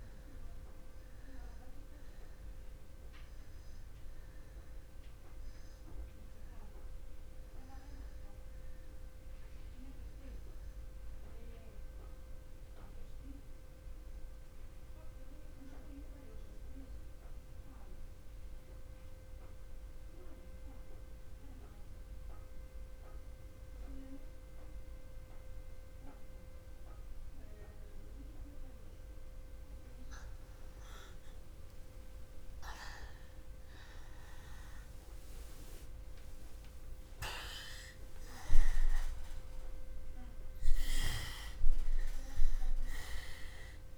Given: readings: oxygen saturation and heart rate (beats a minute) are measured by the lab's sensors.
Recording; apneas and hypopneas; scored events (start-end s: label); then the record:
breathing in sleep by a room microphone; 1
0.00-24.00 s: oxygen desaturation (device-marked, oxygen 88% lowest, heart rate 55 extreme)
6.00-10.00 s: arousal
12.50-30.50 s: obstructive apnea (oxygen 96% before, 87% lowest, heart rate 65 before, 55 extreme, up 0 after)
33.00-38.00 s: arousal
39.00-43.98 s: oxygen desaturation (device-marked, oxygen 98% before, 87% lowest, heart rate 62 before, 63 extreme)
From the record:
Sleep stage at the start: N2 (light sleep); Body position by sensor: on the back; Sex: male